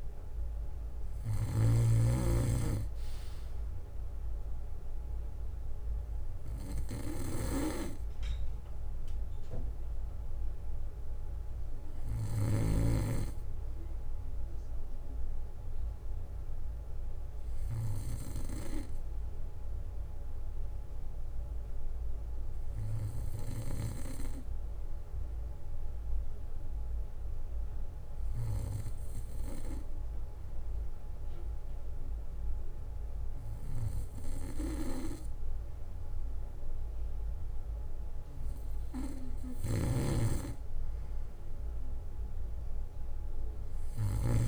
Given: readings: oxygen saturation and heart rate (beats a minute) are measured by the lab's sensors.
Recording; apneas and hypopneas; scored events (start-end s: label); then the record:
breathing in sleep by a room microphone; 1
0.00-2.00 s: snoring (device-marked)
7.00-9.00 s: bradycardia (device-marked, heart rate 60 before, 61 extreme)
15.00-17.00 s: bradycardia (device-marked, heart rate 60 before, 60 extreme)
23.00-25.00 s: bradycardia (device-marked, heart rate 60 before, 60 extreme)
26.00-37.50 s: hypopnea (oxygen 95% before, 93% lowest, heart rate 60 before, 58 extreme, up 4 after)
27.00-29.00 s: bradycardia (device-marked, heart rate 60 before, 56 extreme)
32.00-34.00 s: bradycardia (device-marked, heart rate 60 before, 60 extreme)
40.00-44.48 s: snoring (device-marked)
41.00-44.48 s: arousal
From the record:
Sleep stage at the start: N2 (light sleep); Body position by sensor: on the back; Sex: male